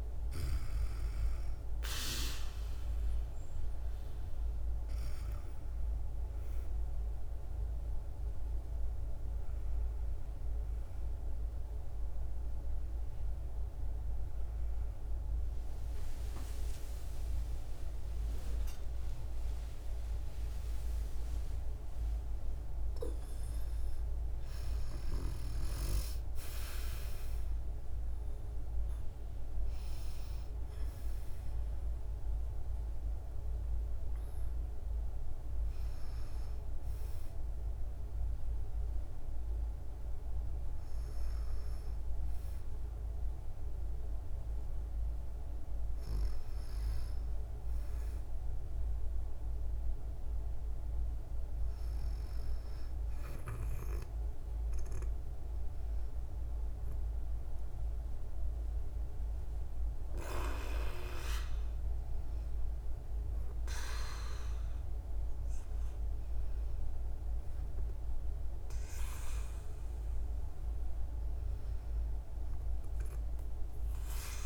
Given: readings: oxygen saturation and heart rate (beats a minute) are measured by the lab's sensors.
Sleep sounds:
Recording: a person partly awake in a sleep study, by a room microphone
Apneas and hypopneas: none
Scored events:
9.00-39.00 s: new sleep stage, awake
39.00-69.00 s: new sleep stage, N1 (lightest sleep)
69.00-74.45 s: new sleep stage, N2 (light sleep)
From the record:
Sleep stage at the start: N2 (light sleep)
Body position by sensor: on the back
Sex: female

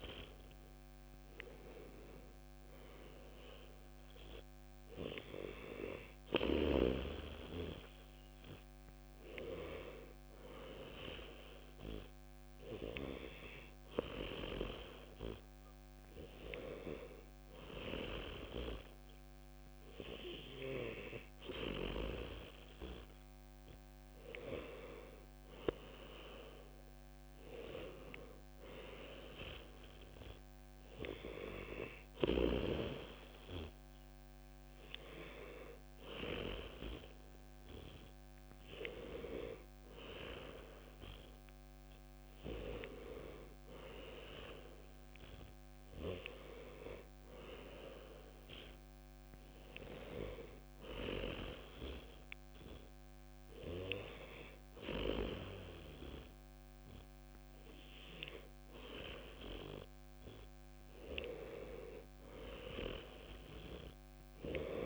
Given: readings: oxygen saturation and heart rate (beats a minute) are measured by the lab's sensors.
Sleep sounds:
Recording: breathing in sleep by a microphone on the trachea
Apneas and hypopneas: none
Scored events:
none scored
From the record:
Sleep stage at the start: N2 (light sleep)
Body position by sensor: on the back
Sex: male

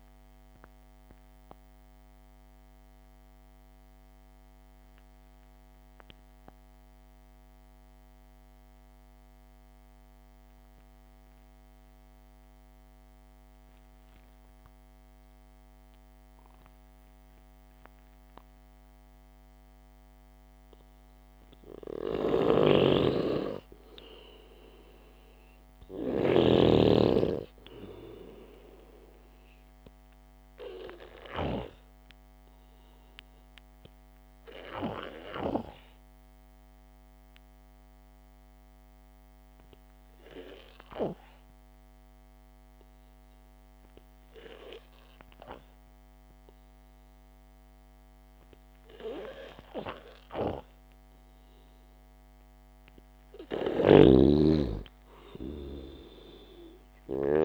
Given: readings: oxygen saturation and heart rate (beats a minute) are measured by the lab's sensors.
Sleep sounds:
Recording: breathing in sleep by a microphone on the trachea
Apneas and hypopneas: 2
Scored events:
1.00-21.00 s: obstructive apnea (oxygen 97% before, 93% lowest, heart rate 55 before, 54 extreme, up 0 after)
22.50-27.00 s: snoring (device-marked)
23.50-27.00 s: arousal
33.50-53.00 s: obstructive apnea (oxygen 99% before, 93% lowest, heart rate 61 before, 52 extreme, up 3 after)
54.00-57.45 s: snoring (device-marked)
55.00-57.45 s: arousal
From the record:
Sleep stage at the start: N2 (light sleep)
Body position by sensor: on the back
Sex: male

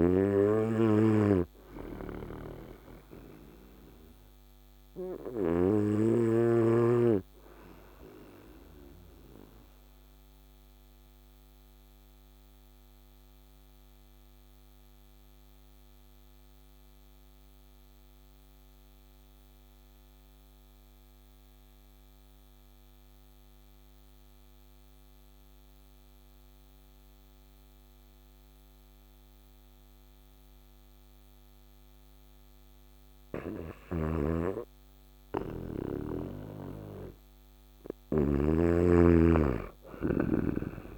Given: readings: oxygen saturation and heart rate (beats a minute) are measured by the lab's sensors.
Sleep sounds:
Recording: breathing in sleep by a microphone on the trachea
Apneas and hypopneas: 1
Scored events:
3.00-31.50 s: obstructive apnea (oxygen 99% before, 93% lowest, heart rate 64 before, 58 extreme, up 3 after)
33.00-40.98 s: snoring (device-marked)
35.50-40.50 s: arousal
From the record:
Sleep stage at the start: N2 (light sleep)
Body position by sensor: on the right side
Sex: male

